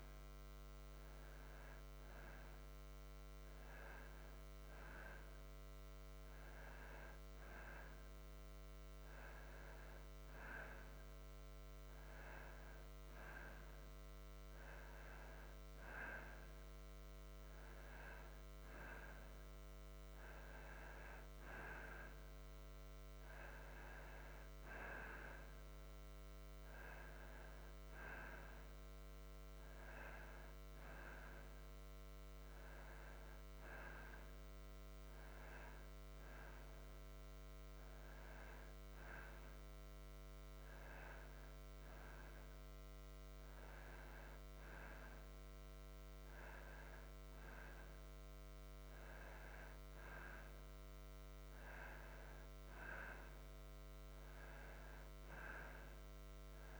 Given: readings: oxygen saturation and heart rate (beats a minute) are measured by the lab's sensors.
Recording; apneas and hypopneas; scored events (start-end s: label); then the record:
breathing in sleep by a microphone on the trachea; none
none scored
From the record:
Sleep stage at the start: N2 (light sleep); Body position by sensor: on the back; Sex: male